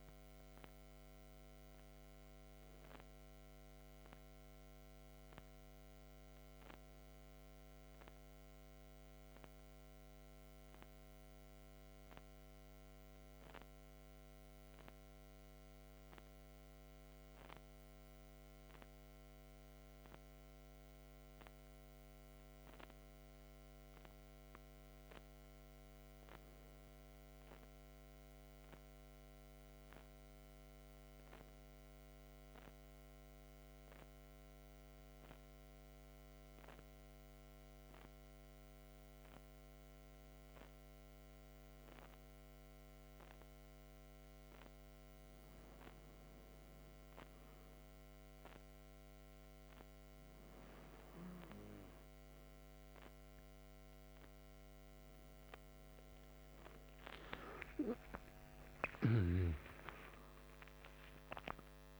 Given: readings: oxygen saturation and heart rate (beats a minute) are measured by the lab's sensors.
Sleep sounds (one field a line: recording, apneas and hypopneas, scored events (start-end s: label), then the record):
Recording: breathing in sleep, hard to hear, by a microphone on the trachea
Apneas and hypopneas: none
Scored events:
57.00-61.00 s: arousal
From the record:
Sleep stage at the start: N2 (light sleep)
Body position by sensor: on the back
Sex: male